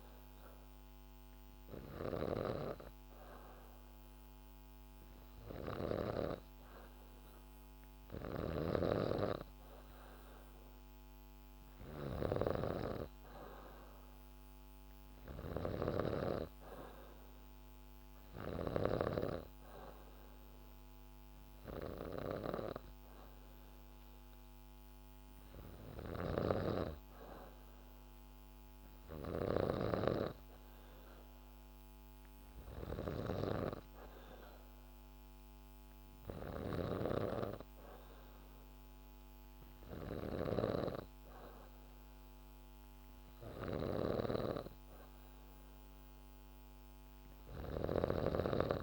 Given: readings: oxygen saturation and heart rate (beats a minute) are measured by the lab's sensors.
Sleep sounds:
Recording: breathing in sleep by a microphone on the trachea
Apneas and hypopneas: none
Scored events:
0.00-6.00 s: snoring (device-marked)
8.00-18.50 s: snoring (device-marked)
25.50-48.82 s: snoring (device-marked)
From the record:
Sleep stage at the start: N3 (deep sleep)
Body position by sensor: on the back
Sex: female

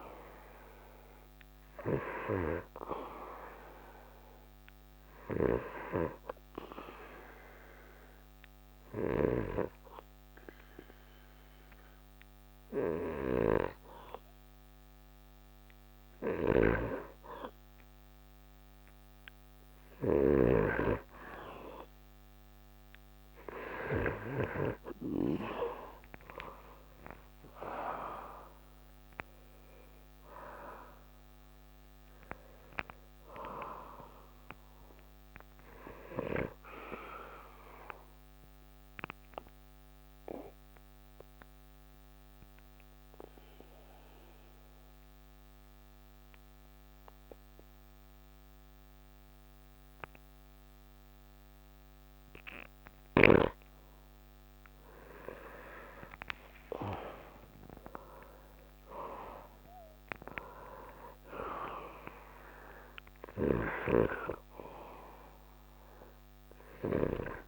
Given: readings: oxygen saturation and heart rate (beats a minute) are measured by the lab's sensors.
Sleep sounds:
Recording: breathing in sleep by a microphone on the trachea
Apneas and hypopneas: 2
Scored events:
7.00-19.50 s: hypopnea (oxygen 94% before, 90% lowest, heart rate 150 before, 84 extreme, up 7 after)
23.50-28.50 s: arousal
25.50-49.50 s: oxygen desaturation (device-marked, oxygen 97% before, 90% lowest, heart rate 192 before, 84 extreme)
37.00-52.50 s: obstructive apnea (oxygen 97% before, 87% lowest, heart rate 126 before, 89 extreme, up 43 after)
56.00-60.00 s: arousal
60.50-67.48 s: oxygen desaturation (device-marked, oxygen 96% before, 90% lowest, heart rate 162 before, 89 extreme)
From the record:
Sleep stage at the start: N2 (light sleep)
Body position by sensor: on the right side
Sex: male

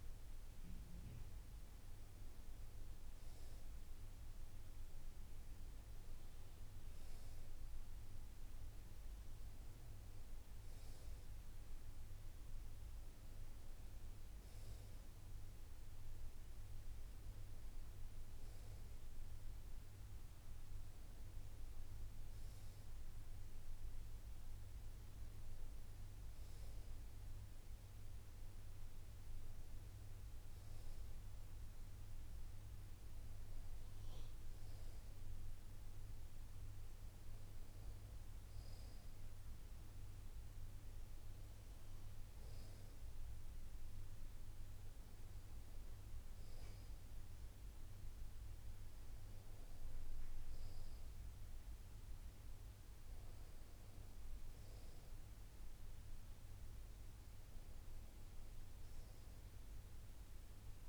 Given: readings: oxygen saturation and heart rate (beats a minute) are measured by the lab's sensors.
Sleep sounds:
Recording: breathing in sleep, hard to hear, by a room microphone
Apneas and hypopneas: none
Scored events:
none scored
From the record:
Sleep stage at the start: N2 (light sleep)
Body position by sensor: on the right side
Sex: male

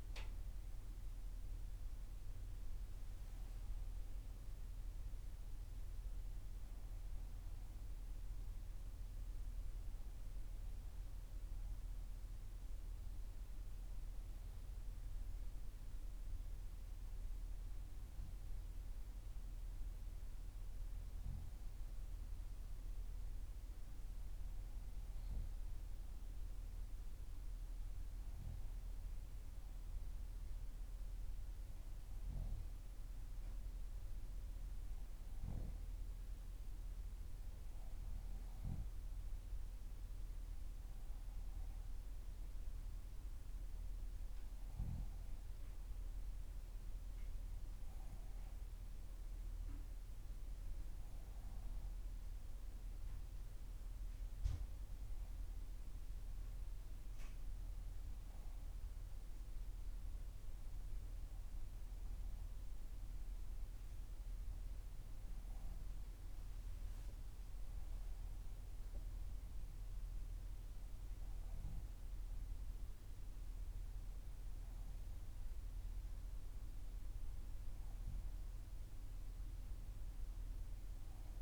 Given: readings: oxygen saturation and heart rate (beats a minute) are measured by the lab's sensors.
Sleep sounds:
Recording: breathing in sleep, hard to hear, by a room microphone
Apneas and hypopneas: none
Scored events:
none scored
From the record:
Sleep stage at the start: N2 (light sleep)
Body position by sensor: on the back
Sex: female

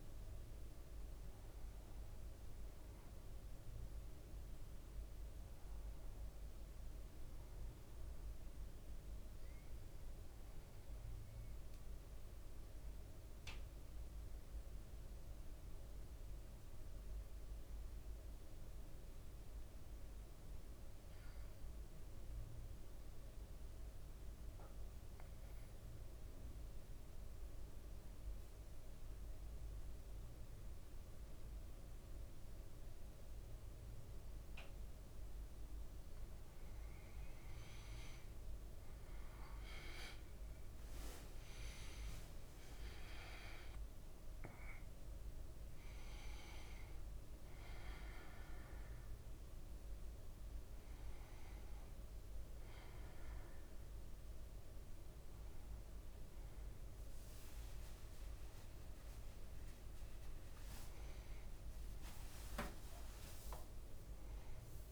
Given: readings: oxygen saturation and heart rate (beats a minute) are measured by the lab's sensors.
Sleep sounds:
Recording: a person partly awake in a sleep study, by a room microphone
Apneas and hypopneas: 1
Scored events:
0.00-6.00 s: oxygen desaturation (device-marked, oxygen 95% lowest, heart rate 56 extreme)
8.00-34.00 s: central apnea (oxygen 100% before, 95% lowest, heart rate 57 before, 57 extreme, up 3 after)
17.50-18.50 s: leg movement (device-marked)
20.50-27.00 s: leg movement (device-marked)
36.00-64.92 s: new sleep stage, awake
61.00-63.50 s: leg movement (device-marked)
From the record:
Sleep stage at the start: N1 (lightest sleep)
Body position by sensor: on the back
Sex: male

